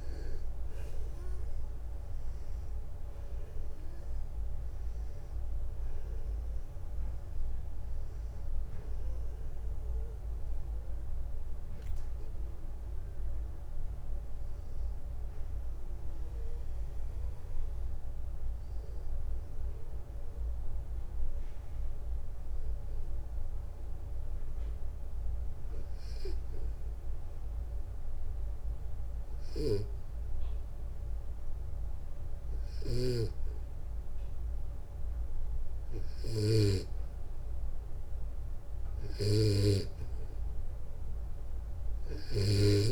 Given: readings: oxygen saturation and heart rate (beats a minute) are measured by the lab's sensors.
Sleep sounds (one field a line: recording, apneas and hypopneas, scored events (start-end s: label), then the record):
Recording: breathing in sleep by a room microphone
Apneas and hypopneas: 1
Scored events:
0.00-3.50 s: arousal
22.50-35.00 s: obstructive apnea (oxygen 94% before, 91% lowest, heart rate 66 before, 60 extreme, up 3 after)
32.00-36.00 s: snoring (device-marked)
35.00-38.50 s: arousal
From the record:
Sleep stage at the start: N2 (light sleep)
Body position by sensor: on the back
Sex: male